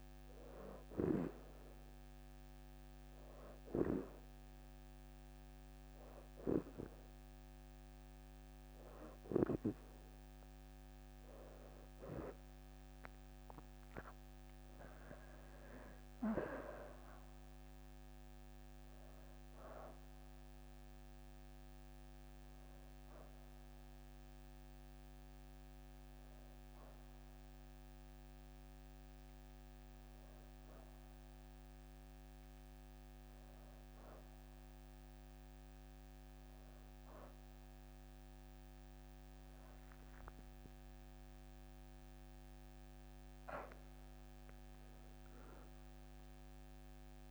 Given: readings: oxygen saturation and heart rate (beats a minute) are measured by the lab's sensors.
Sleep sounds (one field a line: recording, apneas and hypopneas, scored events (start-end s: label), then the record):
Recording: breathing in sleep by a microphone on the trachea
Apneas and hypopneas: 1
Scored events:
1.00-11.00 s: hypopnea (oxygen 93% before, 84% lowest, heart rate 79 before, 78 extreme, up 6 after)
14.00-18.50 s: arousal
21.50-42.50 s: oxygen desaturation (device-marked, oxygen 90% before, 84% lowest, heart rate 82 before, 58 extreme)
26.50-47.31 s: new sleep stage, N1 (lightest sleep)
30.00-35.00 s: leg movement (device-marked)
37.50-40.50 s: leg movement (device-marked)
From the record:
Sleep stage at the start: N2 (light sleep)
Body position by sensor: on the back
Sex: female